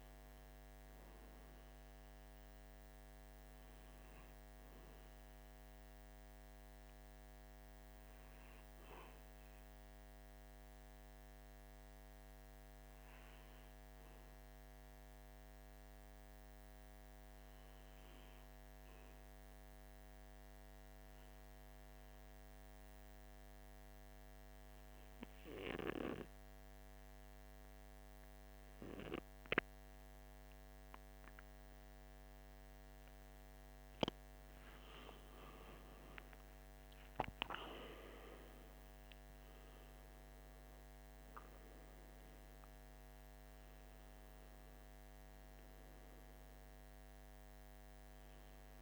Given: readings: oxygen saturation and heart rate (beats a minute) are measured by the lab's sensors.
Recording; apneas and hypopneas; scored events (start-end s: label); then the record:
breathing in sleep by a microphone on the trachea; 1
10.00-33.00 s: obstructive apnea (oxygen 95% before, 91% lowest, heart rate 49 before, 45 extreme, up 4 after)
35.00-39.00 s: arousal
38.00-48.82 s: oxygen desaturation (device-marked, oxygen 96% before, 91% lowest, heart rate 47 before, 45 extreme)
From the record:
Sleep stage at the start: N2 (light sleep); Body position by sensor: on the right side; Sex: male